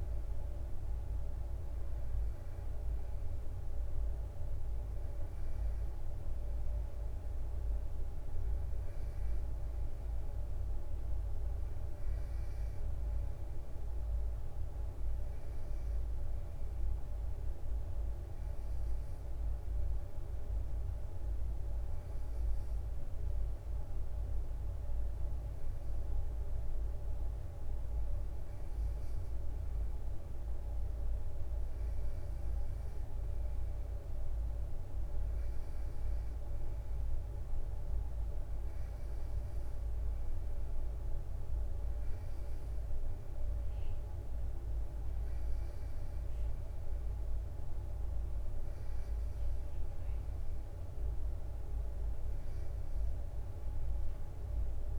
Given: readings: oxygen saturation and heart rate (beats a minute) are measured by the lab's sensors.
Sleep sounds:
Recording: breathing in sleep, hard to hear, by a room microphone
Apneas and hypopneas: none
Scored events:
none scored
From the record:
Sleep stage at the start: N2 (light sleep)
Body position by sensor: on the right side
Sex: male

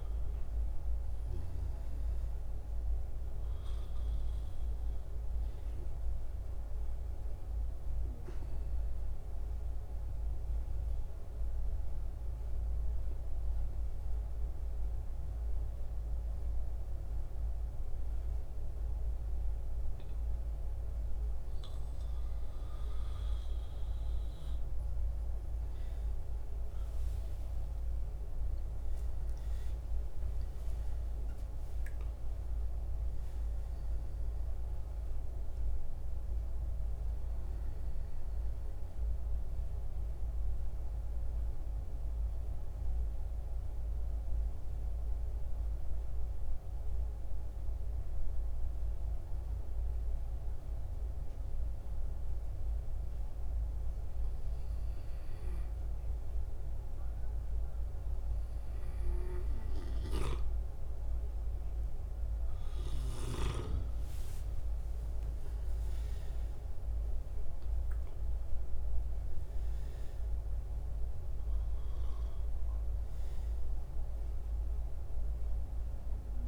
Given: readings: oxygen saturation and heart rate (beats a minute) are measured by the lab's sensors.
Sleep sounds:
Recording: breathing in sleep, hard to hear, by a room microphone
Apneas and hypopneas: 2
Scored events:
0.00-22.50 s: oxygen desaturation (device-marked, oxygen 86% lowest, heart rate 64 extreme)
8.50-24.50 s: mixed apnea (oxygen 93% before, 86% lowest, heart rate 73 before, 64 extreme, up 17 after)
26.50-30.00 s: arousal
38.00-61.50 s: obstructive apnea (oxygen 92% before, 84% lowest, heart rate 75 before, 58 extreme, up 17 after)
44.50-57.50 s: oxygen desaturation (device-marked, oxygen 91% before, 87% lowest, heart rate 74 before, 58 extreme)
63.00-67.00 s: arousal
From the record:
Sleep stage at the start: N2 (light sleep)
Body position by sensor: on the back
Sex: male

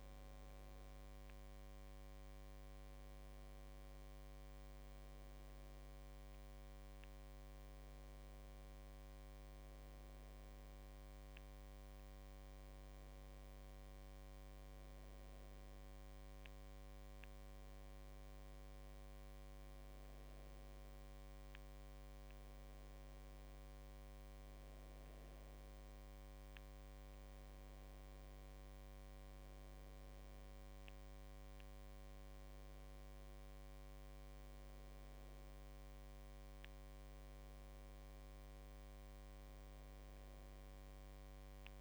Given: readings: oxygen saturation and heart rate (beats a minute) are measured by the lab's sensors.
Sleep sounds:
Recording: breathing in sleep, hard to hear, by a microphone on the trachea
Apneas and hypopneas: none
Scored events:
none scored
From the record:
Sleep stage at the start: N1 (lightest sleep)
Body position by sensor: on the back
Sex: female

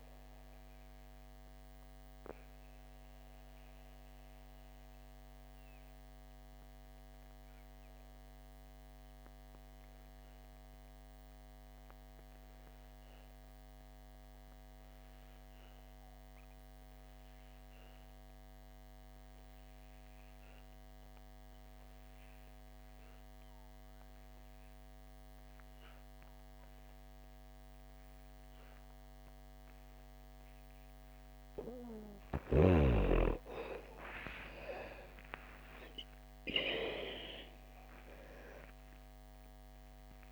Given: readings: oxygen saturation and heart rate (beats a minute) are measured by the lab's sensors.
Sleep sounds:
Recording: breathing in sleep by a microphone on the trachea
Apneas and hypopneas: 1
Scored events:
0.00-16.50 s: oxygen desaturation (device-marked, oxygen 78% lowest, heart rate 57 extreme)
0.50-31.00 s: obstructive apnea (oxygen 99% before, 77% lowest, heart rate 74 before, 57 extreme, up 28 after)
22.50-40.32 s: oxygen desaturation (device-marked, oxygen 98% before, 77% lowest, heart rate 61 before, 57 extreme)
34.00-40.00 s: arousal
From the record:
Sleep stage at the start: N2 (light sleep)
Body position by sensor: on the back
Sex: female

